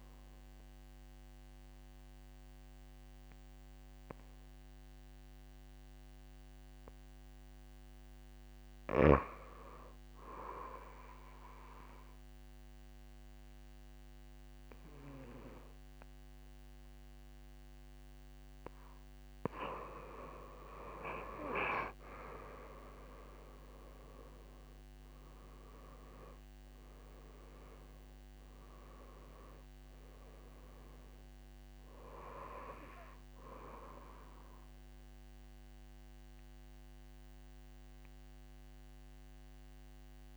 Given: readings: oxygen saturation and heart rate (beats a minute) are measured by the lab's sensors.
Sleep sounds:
breathing in sleep by a microphone on the trachea; 1
5.50-8.50 s: arousal
10.50-20.50 s: obstructive apnea (oxygen 97% before, 91% lowest)
20.00-40.37 s: oxygen desaturation (device-marked, oxygen 97% before, 91% lowest)
23.50-27.50 s: arousal
From the record:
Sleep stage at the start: N2 (light sleep); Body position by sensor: on the back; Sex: female

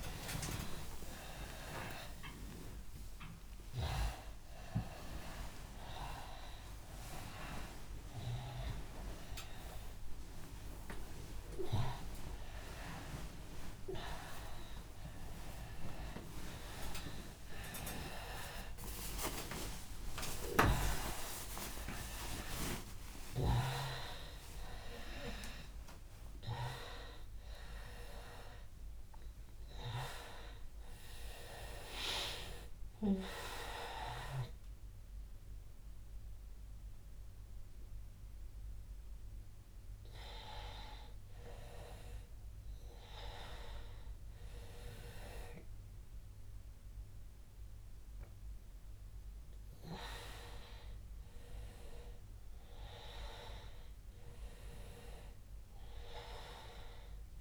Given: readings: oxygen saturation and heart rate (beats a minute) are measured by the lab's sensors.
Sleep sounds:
a person awake in a sleep study, by a room microphone; none
none scored
From the record:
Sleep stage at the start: awake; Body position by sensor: on the back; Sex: male

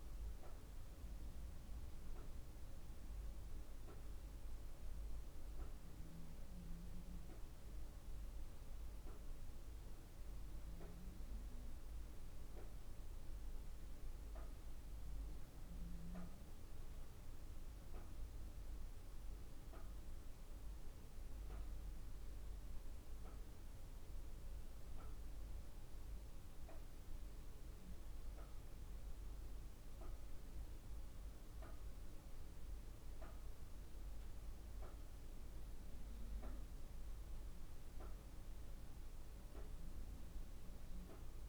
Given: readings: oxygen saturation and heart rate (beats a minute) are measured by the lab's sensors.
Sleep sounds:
breathing in sleep, hard to hear, by a room microphone; none
none scored
From the record:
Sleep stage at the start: N2 (light sleep); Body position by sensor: on the back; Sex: female

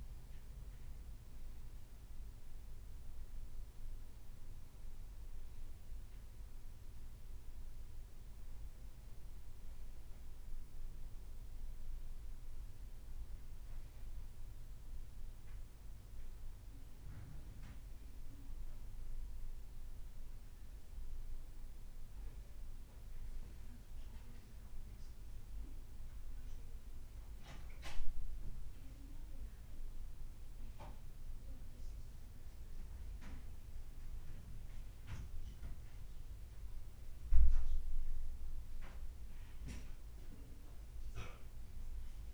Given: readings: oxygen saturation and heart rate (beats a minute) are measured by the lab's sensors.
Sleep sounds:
breathing in sleep by a room microphone; none
15.00-42.34 s: new sleep stage, N1 (lightest sleep)
From the record:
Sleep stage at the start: N2 (light sleep); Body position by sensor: on the back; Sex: male

